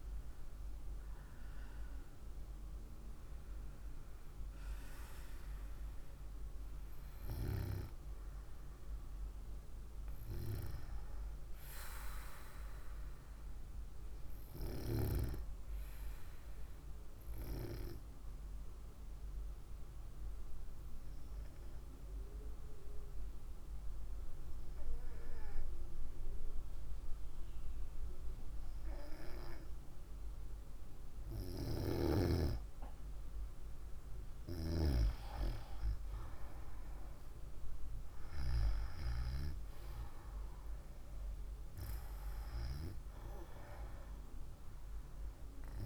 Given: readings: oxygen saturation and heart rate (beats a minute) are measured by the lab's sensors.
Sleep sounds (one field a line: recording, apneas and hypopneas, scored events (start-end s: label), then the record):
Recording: breathing in sleep by a room microphone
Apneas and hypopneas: 1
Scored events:
16.00-30.50 s: hypopnea (oxygen 96% before, 93% lowest, heart rate 61 before, 54 extreme, up 3 after)
34.00-38.00 s: arousal
From the record:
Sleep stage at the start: N2 (light sleep)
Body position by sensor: on the right side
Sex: female